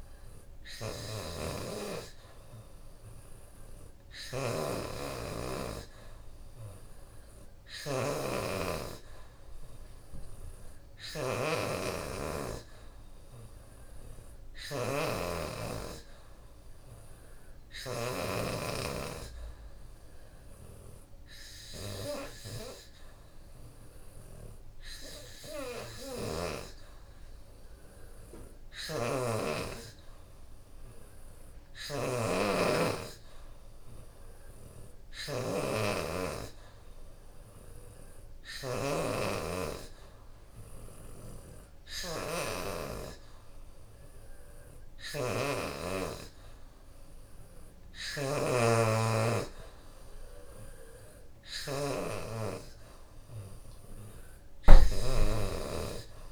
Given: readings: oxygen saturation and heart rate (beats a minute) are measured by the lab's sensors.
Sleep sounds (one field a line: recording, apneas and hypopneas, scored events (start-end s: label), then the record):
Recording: breathing in sleep by a room microphone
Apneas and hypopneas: none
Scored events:
32.50-42.50 s: drop in pulse transit time (device-marked, heart rate 82 before, 79 extreme)
From the record:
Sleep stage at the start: N3 (deep sleep)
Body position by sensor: on the back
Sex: female